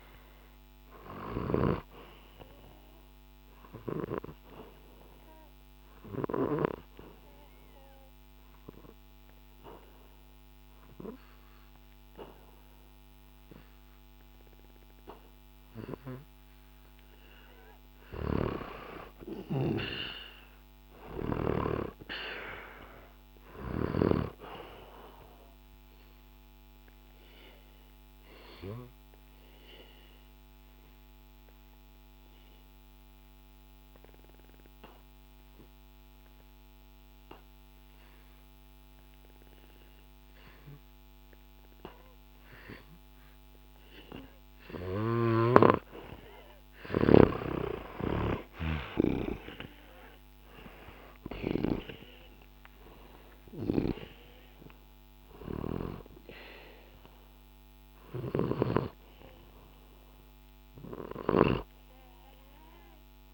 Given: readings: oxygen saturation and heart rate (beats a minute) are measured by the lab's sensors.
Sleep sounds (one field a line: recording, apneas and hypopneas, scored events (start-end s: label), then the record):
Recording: breathing in sleep by a microphone on the trachea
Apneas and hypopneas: 2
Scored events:
0.00-18.00 s: oxygen desaturation (device-marked, oxygen 91% lowest, heart rate 58 extreme)
2.00-16.50 s: obstructive apnea (oxygen 97% before, 89% lowest, heart rate 68 before, 58 extreme, up 13 after)
19.00-22.00 s: arousal
19.00-24.00 s: snoring (device-marked)
27.00-45.50 s: obstructive apnea (oxygen 97% before, 89% lowest, heart rate 65 before, 66 extreme, up 3 after)
32.00-41.00 s: oxygen desaturation (device-marked, oxygen 97% before, 92% lowest, heart rate 67 before, 66 extreme)
47.00-58.50 s: snoring (device-marked)
47.50-52.00 s: arousal
48.00-63.33 s: oxygen desaturation (device-marked, oxygen 96% before, 89% lowest, heart rate 67 before, 64 extreme)
From the record:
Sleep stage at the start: N2 (light sleep)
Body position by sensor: on the back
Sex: male